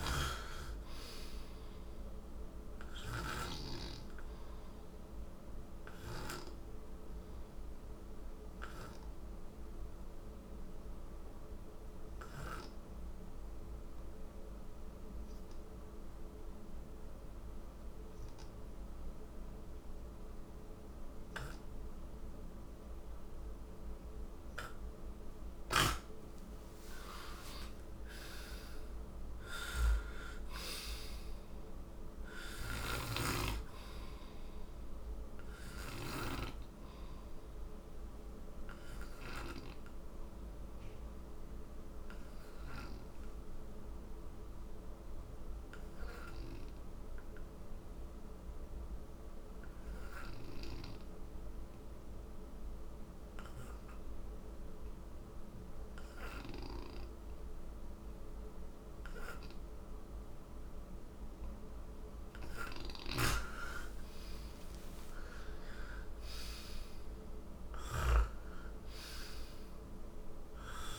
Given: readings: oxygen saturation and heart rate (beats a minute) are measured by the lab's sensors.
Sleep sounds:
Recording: breathing in sleep by a room microphone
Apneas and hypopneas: 2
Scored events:
3.50-18.50 s: oxygen desaturation (device-marked, oxygen 97% before, 92% lowest, heart rate 65 before, 55 extreme)
8.50-23.50 s: obstructive apnea (oxygen 97% before, 90% lowest, heart rate 64 before, 57 extreme, up 39 after)
26.50-31.50 s: arousal
30.50-48.50 s: oxygen desaturation (device-marked, oxygen 97% before, 90% lowest, heart rate 68 before, 57 extreme)
32.50-36.00 s: snoring (device-marked)
41.50-61.50 s: obstructive apnea (oxygen 97% before, 89% lowest, heart rate 73 before, 55 extreme, up 41 after)
60.50-70.99 s: oxygen desaturation (device-marked, oxygen 98% before, 90% lowest, heart rate 59 before, 55 extreme)
62.50-70.99 s: snoring (device-marked)
63.00-68.50 s: arousal
From the record:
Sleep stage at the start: N2 (light sleep)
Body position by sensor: on the right side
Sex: male

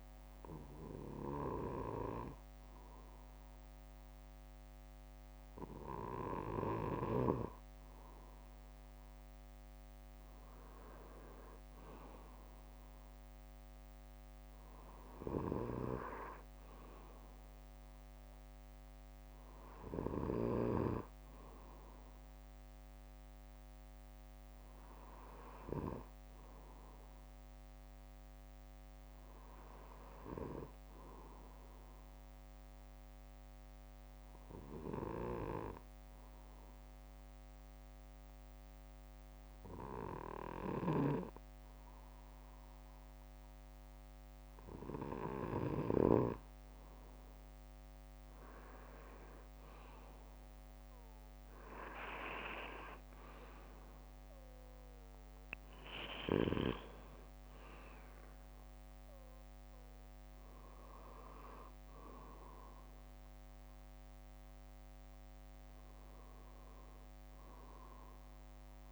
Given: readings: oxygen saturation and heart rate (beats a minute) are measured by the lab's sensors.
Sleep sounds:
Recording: breathing in sleep by a microphone on the trachea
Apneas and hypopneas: 1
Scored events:
10.50-14.50 s: arousal
31.50-45.50 s: obstructive apnea (oxygen 95% before, 93% lowest, heart rate 61 before, 57 extreme, up 4 after)
47.00-51.00 s: arousal
60.50-68.92 s: bradycardia (device-marked, heart rate 61 before, 57 extreme)
From the record:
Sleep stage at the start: N2 (light sleep)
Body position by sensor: on the back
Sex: male

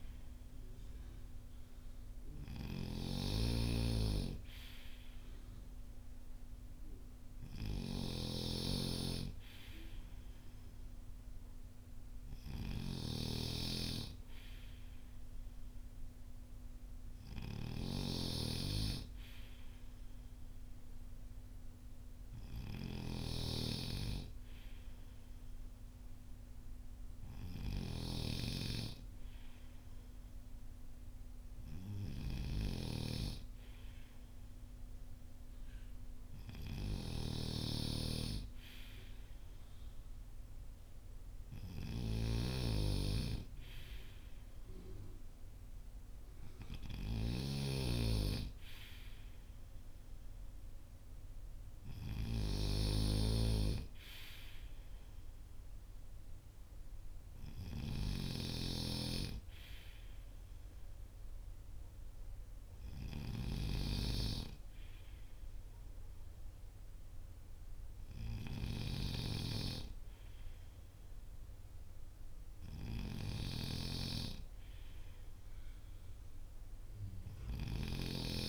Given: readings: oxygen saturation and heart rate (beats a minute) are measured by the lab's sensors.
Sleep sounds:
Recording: breathing in sleep by a room microphone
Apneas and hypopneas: none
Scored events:
0.00-78.49 s: snoring (device-marked)
From the record:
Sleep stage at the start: N2 (light sleep)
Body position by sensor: on the front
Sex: male

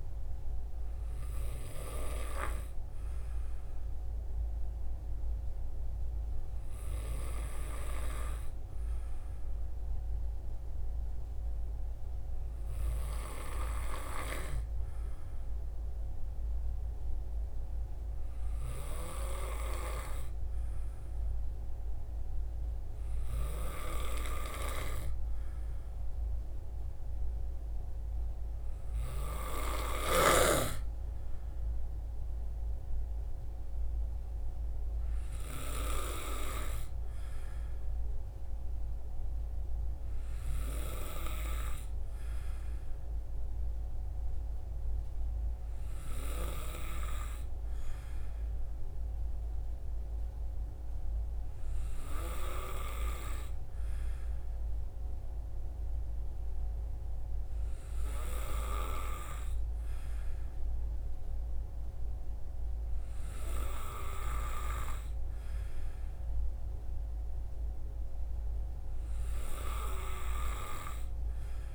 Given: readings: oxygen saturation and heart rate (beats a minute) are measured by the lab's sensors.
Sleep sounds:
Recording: breathing in sleep by a room microphone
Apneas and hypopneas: none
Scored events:
none scored
From the record:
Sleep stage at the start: N2 (light sleep)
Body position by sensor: on the back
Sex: male

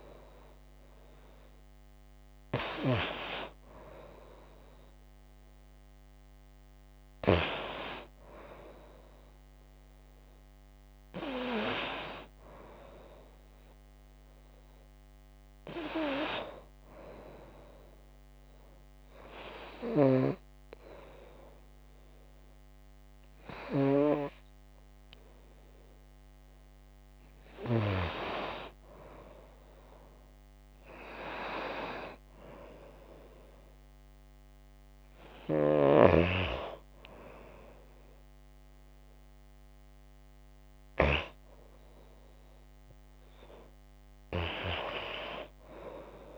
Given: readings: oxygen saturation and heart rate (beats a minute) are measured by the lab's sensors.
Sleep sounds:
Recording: breathing in sleep by a microphone on the trachea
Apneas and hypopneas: none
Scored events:
none scored
From the record:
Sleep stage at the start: N2 (light sleep)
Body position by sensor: on the right side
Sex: female

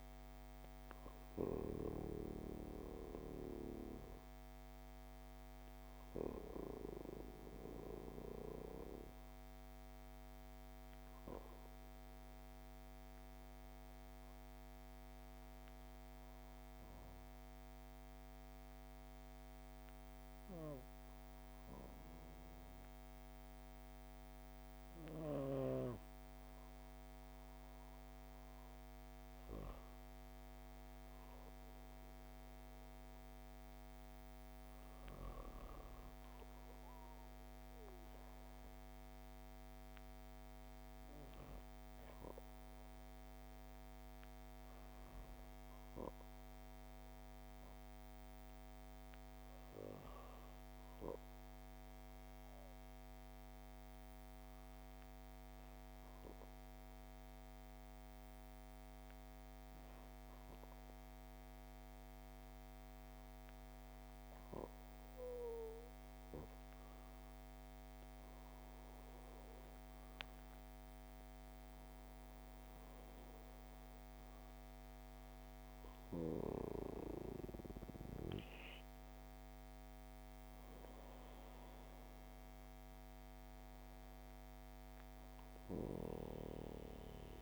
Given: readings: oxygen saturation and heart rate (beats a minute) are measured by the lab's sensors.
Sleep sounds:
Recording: breathing in sleep by a microphone on the trachea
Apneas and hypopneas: 2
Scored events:
13.50-27.50 s: obstructive apnea (oxygen 97% before, 95% lowest, heart rate 73 before, 56 extreme, up 15 after)
32.50-36.50 s: arousal
52.00-64.50 s: hypopnea (oxygen 98% before, 96% lowest, heart rate 76 before, 58 extreme, up 41 after)
67.50-73.00 s: arousal
From the record:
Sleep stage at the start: N2 (light sleep)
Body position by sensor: on the back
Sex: female

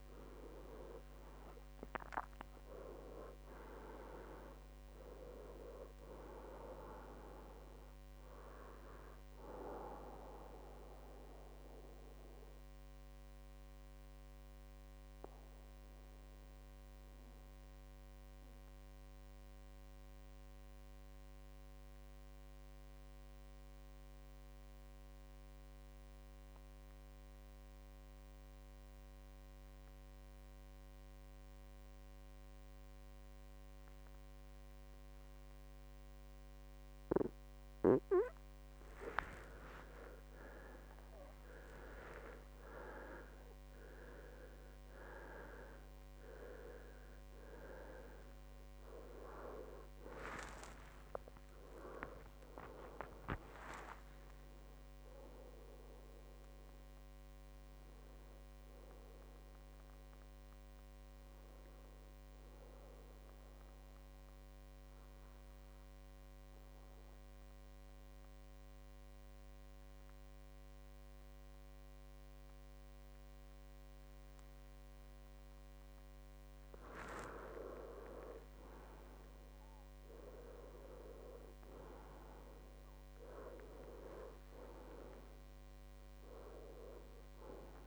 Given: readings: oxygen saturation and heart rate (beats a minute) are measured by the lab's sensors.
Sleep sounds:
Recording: breathing in sleep by a microphone on the trachea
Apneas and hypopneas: 2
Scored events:
4.00-6.00 s: long interval between heartbeats (device-marked, heart rate 69 before, 83 extreme)
5.50-27.50 s: oxygen desaturation (device-marked, oxygen 94% before, 90% lowest, heart rate 71 before, 58 extreme)
13.00-38.50 s: mixed apnea (oxygen 97% before, 90% lowest, heart rate 76 before, 58 extreme, up 21 after)
40.00-44.50 s: arousal
44.50-73.50 s: oxygen desaturation (device-marked, oxygen 98% before, 93% lowest, heart rate 63 before, 60 extreme)
62.00-77.50 s: obstructive apnea (oxygen 99% before, 93% lowest, heart rate 76 before, 60 extreme, up 15 after)
79.50-84.50 s: arousal
From the record:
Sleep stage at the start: N2 (light sleep)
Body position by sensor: on the back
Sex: male

